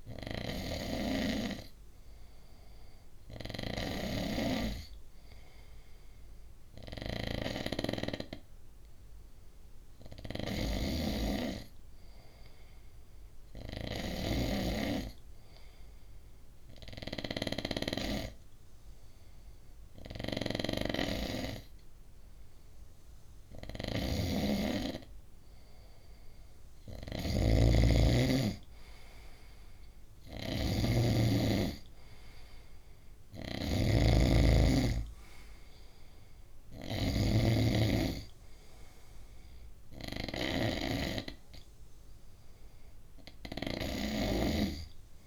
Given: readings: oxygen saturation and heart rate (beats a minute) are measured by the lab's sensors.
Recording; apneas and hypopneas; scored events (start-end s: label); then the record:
breathing in sleep by a room microphone; 1
13.50-26.50 s: hypopnea (oxygen 96% before, 94% lowest, heart rate 63 before, 63 extreme, up 1 after)
20.00-37.00 s: snoring (device-marked)
29.00-32.50 s: arousal
From the record:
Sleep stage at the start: N2 (light sleep); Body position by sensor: on the right side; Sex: male